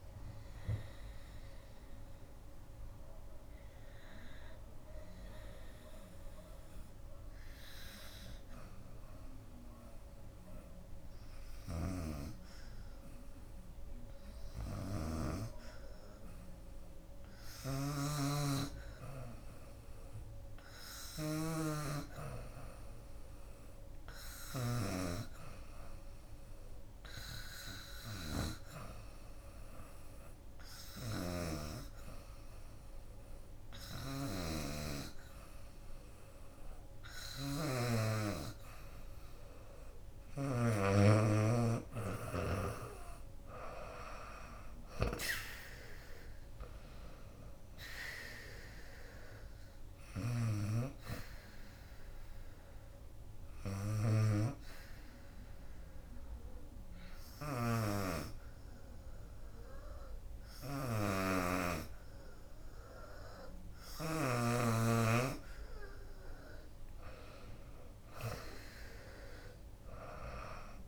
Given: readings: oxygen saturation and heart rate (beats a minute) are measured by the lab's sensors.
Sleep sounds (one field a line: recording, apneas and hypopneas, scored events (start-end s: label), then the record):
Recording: breathing in sleep by a room microphone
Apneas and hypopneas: 2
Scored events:
0.00-12.50 s: oxygen desaturation (device-marked, oxygen 86% lowest, heart rate 71 extreme)
6.50-40.00 s: hypopnea (oxygen 94% before, 87% lowest, heart rate 80 before, 70 extreme, up 8 after)
27.50-63.50 s: oxygen desaturation (device-marked, oxygen 96% before, 88% lowest, heart rate 76 before, 70 extreme)
41.50-45.00 s: arousal
52.00-64.50 s: obstructive apnea (oxygen 95% before, 84% lowest, heart rate 84 before, 70 extreme, up 19 after)
66.50-69.50 s: arousal
66.50-70.88 s: drop in pulse transit time (device-marked, heart rate 79 before, 82 extreme)
68.50-70.88 s: oxygen desaturation (device-marked, oxygen 94% before, 89% lowest, heart rate 79 before, 72 extreme)
From the record:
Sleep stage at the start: N2 (light sleep)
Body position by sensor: on the back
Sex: female